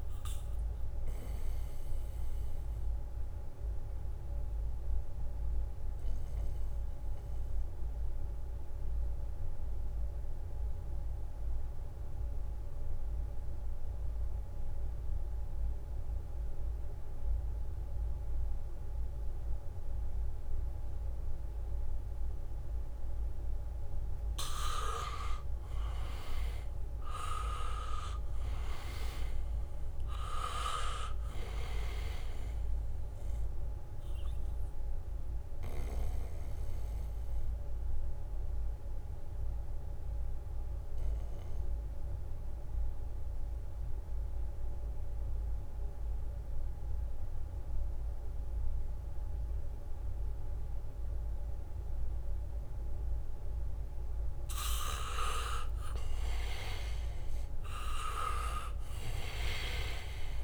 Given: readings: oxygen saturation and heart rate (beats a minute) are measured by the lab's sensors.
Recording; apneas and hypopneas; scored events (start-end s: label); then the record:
breathing in sleep by a room microphone; 2
0.00-3.00 s: leg movement (device-marked)
0.00-17.50 s: oxygen desaturation (device-marked, oxygen 84% lowest, heart rate 67 extreme)
1.00-23.50 s: mixed apnea (oxygen 98% before, 83% lowest, heart rate 71 before, 67 extreme, up 1 after)
19.50-50.50 s: oxygen desaturation (device-marked, oxygen 99% before, 83% lowest, heart rate 73 before, 67 extreme)
25.50-29.00 s: arousal
35.00-55.50 s: obstructive apnea (oxygen 99% before, 81% lowest, heart rate 70 before, 67 extreme)
56.50-60.44 s: oxygen desaturation (device-marked, oxygen 98% before, 85% lowest, heart rate 75 before, 67 extreme)
57.50-60.44 s: arousal
From the record:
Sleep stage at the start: N2 (light sleep); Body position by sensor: on the back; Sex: male